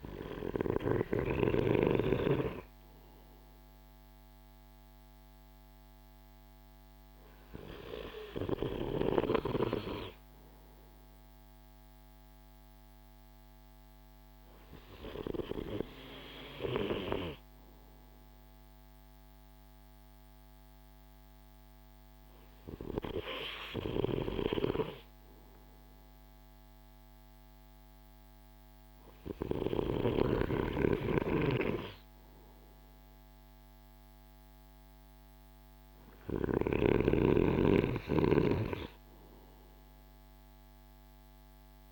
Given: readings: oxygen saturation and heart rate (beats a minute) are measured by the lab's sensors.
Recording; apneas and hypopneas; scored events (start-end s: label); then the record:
breathing in sleep by a microphone on the trachea; none
23.00-29.50 s: snoring (device-marked)
From the record:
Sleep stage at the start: N2 (light sleep); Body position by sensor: on the right side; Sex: male